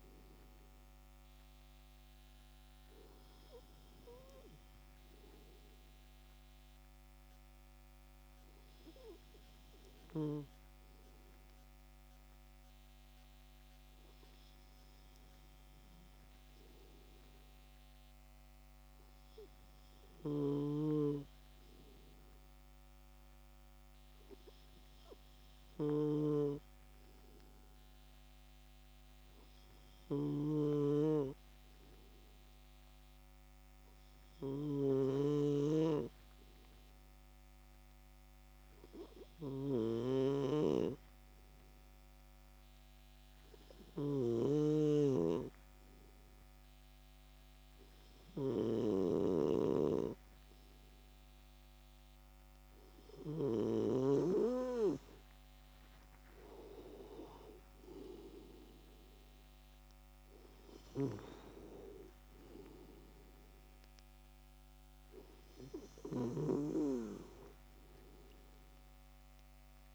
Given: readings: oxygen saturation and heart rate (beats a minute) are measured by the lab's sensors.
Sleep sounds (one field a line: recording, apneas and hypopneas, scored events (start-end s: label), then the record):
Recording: breathing in sleep by a microphone on the trachea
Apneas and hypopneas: 1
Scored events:
4.00-53.00 s: obstructive apnea (oxygen 97% before, 94% lowest)
30.50-49.50 s: snoring (device-marked)
55.50-59.00 s: arousal
66.00-69.95 s: snoring (device-marked)
From the record:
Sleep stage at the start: N2 (light sleep)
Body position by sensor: on the left side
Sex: male